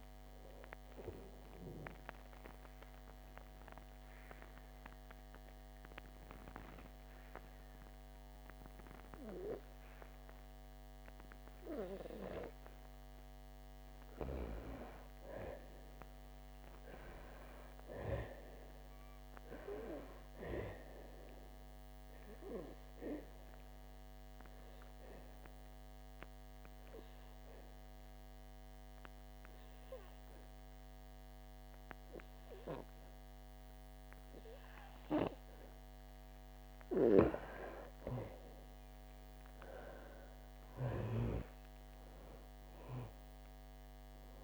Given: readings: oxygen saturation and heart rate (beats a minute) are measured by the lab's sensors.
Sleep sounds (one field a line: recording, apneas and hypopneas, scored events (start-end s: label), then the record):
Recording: breathing in sleep by a microphone on the trachea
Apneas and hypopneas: 2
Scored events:
0.00-9.50 s: oxygen desaturation (device-marked, oxygen 90% lowest, heart rate 61 extreme)
2.00-13.00 s: obstructive apnea (oxygen 97% before, 88% lowest, heart rate 74 before, 63 extreme, up 26 after)
3.50-44.44 s: new sleep stage, N2 (light sleep)
14.50-18.50 s: arousal
19.50-35.50 s: oxygen desaturation (device-marked, oxygen 98% before, 90% lowest, heart rate 71 before, 65 extreme)
22.00-39.00 s: obstructive apnea (oxygen 98% before, 88% lowest, heart rate 74 before, 65 extreme, up 20 after)
37.50-44.44 s: oxygen desaturation (device-marked, oxygen 97% before, 88% lowest, heart rate 74 before, 65 extreme)
From the record:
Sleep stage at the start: N1 (lightest sleep)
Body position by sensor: on the back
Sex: female